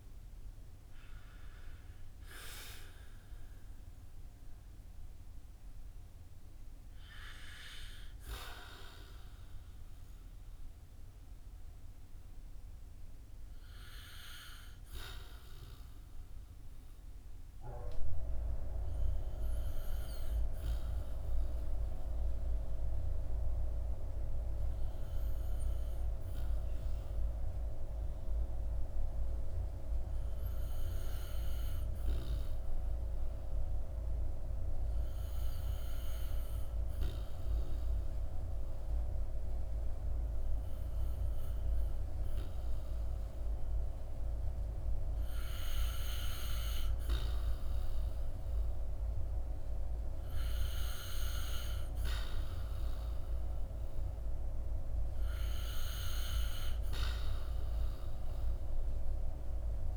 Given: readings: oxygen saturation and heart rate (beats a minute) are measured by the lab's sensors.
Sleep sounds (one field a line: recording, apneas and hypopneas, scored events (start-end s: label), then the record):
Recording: breathing in sleep by a room microphone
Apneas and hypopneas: 1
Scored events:
0.00-28.00 s: oxygen desaturation (device-marked, oxygen 81% lowest, heart rate 48 extreme)
13.50-44.50 s: hypopnea (oxygen 89% before, 81% lowest, heart rate 63 before, 51 extreme, up 8 after)
46.00-51.00 s: arousal
48.00-59.97 s: oxygen desaturation (device-marked, oxygen 97% before, 91% lowest, heart rate 58 before, 54 extreme)
From the record:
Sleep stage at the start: REM sleep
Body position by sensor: on the back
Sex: male